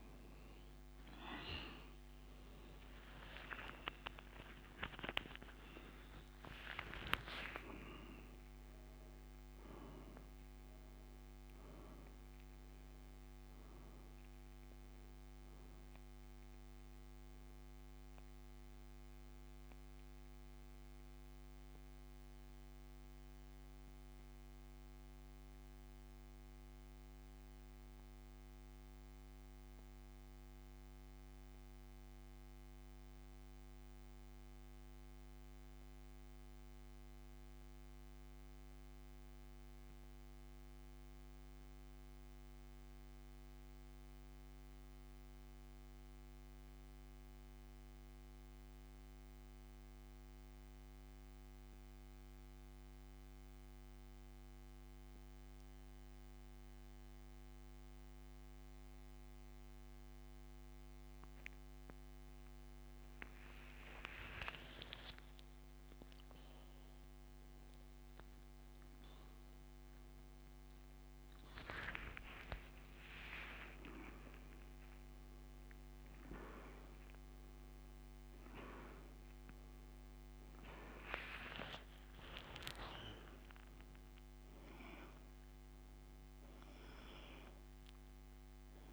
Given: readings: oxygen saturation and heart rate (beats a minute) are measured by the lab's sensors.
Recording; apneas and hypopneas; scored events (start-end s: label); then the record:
breathing in sleep by a microphone on the trachea; 1
13.00-65.00 s: oxygen desaturation (device-marked, oxygen 95% before, 83% lowest, heart rate 68 before, 25 extreme)
24.00-88.93 s: new sleep stage, N2 (light sleep)
25.50-62.00 s: central apnea (oxygen 97% before, 83% lowest, heart rate 62 before, 25 extreme, up 45 after)
64.00-70.50 s: arousal
From the record:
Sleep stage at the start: N1 (lightest sleep); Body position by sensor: on the back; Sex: male